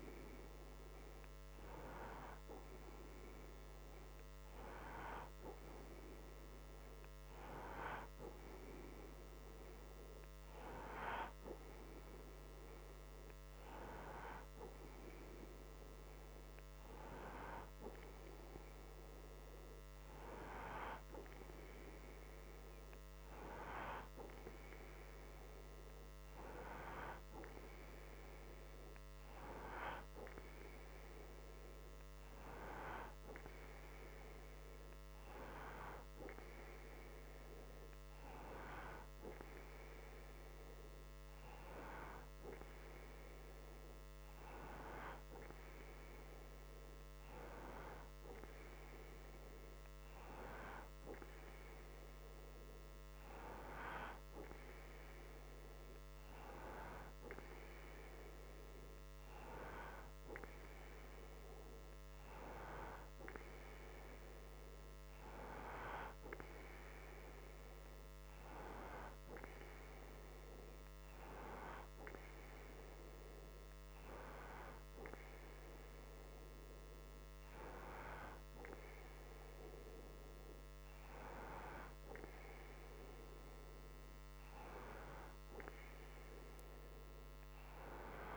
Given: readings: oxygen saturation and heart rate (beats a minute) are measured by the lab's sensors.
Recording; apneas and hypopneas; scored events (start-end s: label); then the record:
breathing in sleep by a microphone on the trachea; none
none scored
From the record:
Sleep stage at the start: N2 (light sleep); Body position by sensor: on the right side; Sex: male